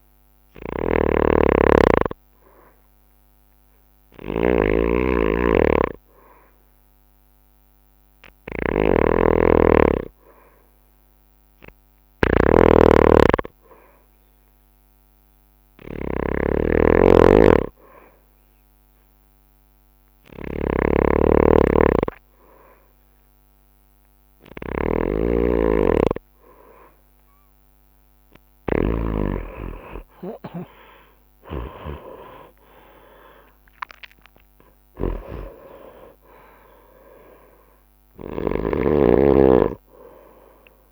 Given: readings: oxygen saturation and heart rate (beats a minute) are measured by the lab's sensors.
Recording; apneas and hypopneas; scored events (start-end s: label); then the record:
breathing in sleep by a microphone on the trachea; none
0.00-17.00 s: oxygen desaturation (device-marked, oxygen 91% lowest)
0.00-40.92 s: snoring (device-marked)
32.00-35.50 s: arousal
36.00-38.00 s: long interval between heartbeats (device-marked)
From the record:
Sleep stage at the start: N2 (light sleep); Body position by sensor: on the right side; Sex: male